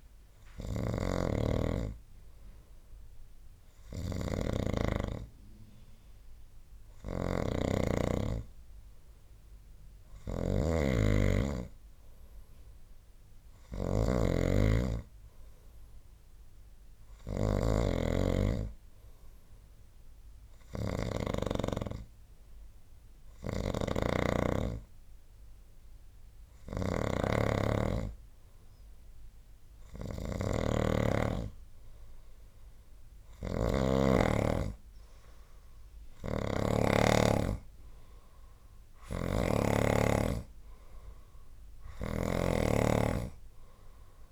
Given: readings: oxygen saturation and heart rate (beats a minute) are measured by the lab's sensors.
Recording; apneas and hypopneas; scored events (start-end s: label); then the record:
breathing in sleep by a room microphone; none
0.00-34.00 s: snoring (device-marked)
36.00-44.32 s: snoring (device-marked)
From the record:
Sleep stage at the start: N2 (light sleep); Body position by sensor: on the right side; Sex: male